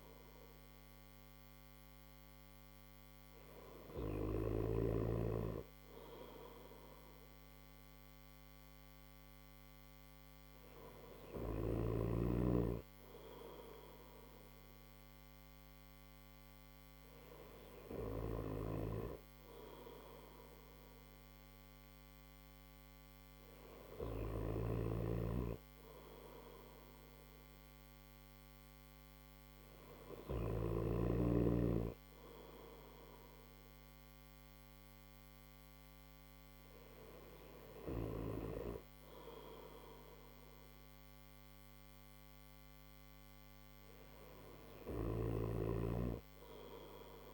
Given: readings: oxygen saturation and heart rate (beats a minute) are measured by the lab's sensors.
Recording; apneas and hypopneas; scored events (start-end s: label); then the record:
breathing in sleep by a microphone on the trachea; none
23.50-30.00 s: snoring (device-marked)
From the record:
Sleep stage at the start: N1 (lightest sleep); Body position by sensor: on the right side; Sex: male